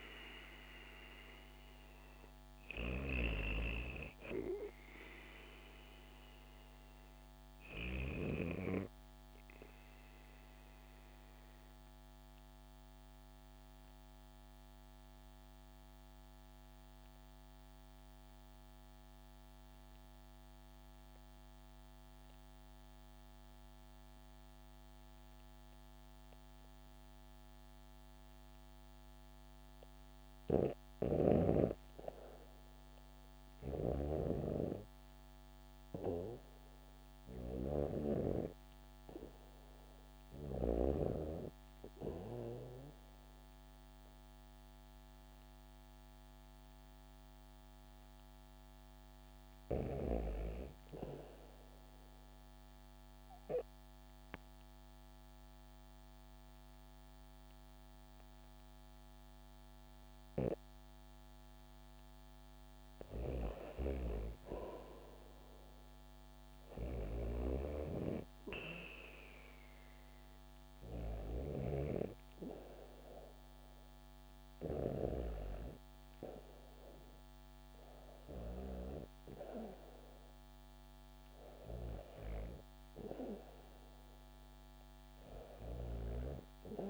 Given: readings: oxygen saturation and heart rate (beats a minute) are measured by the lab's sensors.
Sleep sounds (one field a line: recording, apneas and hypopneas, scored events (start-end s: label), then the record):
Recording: breathing in sleep by a microphone on the trachea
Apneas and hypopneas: 2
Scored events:
0.00-2.50 s: arousal
9.50-28.50 s: obstructive apnea (oxygen 97% before, 90% lowest, heart rate 70 before, 61 extreme, up 1 after)
29.50-53.50 s: oxygen desaturation (device-marked, oxygen 97% before, 90% lowest, heart rate 66 before, 61 extreme)
30.00-33.50 s: arousal
51.50-61.50 s: obstructive apnea (oxygen 97% before, 90% lowest, heart rate 65 before, 65 extreme, up 1 after)
64.00-67.00 s: arousal
68.50-82.50 s: oxygen desaturation (device-marked, oxygen 93% before, 90% lowest, heart rate 67 before, 62 extreme)
From the record:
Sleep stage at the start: REM sleep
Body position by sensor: on the back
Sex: female